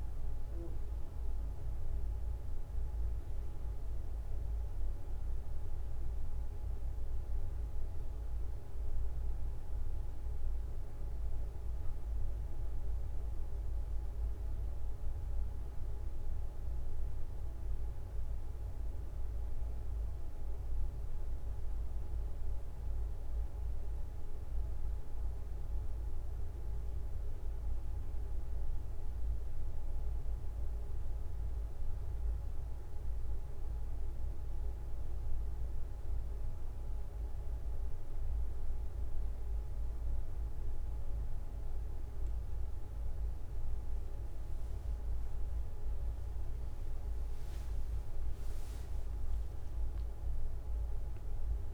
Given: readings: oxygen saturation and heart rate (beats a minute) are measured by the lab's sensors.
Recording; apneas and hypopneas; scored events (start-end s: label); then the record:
breathing in sleep, hard to hear, by a room microphone; none
0.00-2.00 s: long interval between heartbeats (device-marked, heart rate 31 before, 37 extreme)
6.00-8.00 s: long interval between heartbeats (device-marked, heart rate 35 before, 49 extreme)
13.00-15.00 s: long interval between heartbeats (device-marked, heart rate 39 before, 33 extreme)
16.50-18.50 s: long interval between heartbeats (device-marked, heart rate 39 before, 42 extreme)
20.50-22.50 s: long interval between heartbeats (device-marked, heart rate 40 before, 34 extreme)
24.00-26.00 s: long interval between heartbeats (device-marked, heart rate 38 before, 34 extreme)
27.50-29.50 s: long interval between heartbeats (device-marked, heart rate 36 before, 34 extreme)
34.50-36.50 s: long interval between heartbeats (device-marked, heart rate 36 before, 42 extreme)
40.50-42.50 s: long interval between heartbeats (device-marked, heart rate 37 before, 33 extreme)
47.50-49.50 s: long interval between heartbeats (device-marked, heart rate 37 before, 51 extreme)
From the record:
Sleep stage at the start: N1 (lightest sleep); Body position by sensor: on the back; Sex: male